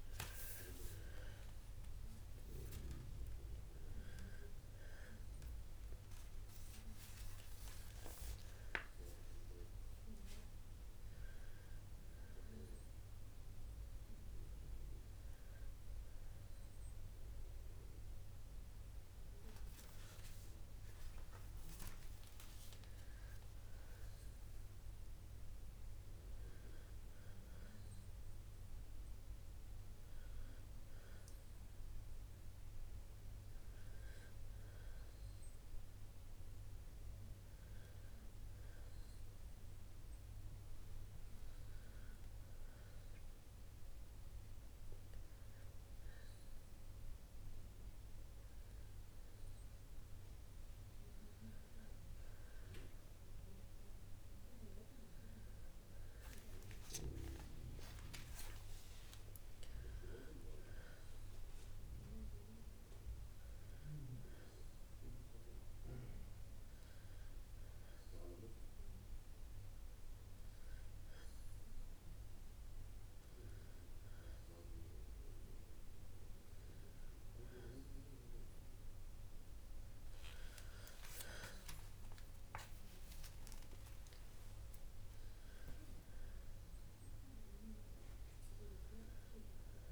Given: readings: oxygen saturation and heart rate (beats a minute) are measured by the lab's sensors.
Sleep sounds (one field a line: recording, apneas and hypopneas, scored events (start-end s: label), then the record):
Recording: breathing in sleep by a room microphone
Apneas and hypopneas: none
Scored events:
0.00-2.00 s: arousal
From the record:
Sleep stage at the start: N2 (light sleep)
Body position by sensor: on the back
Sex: female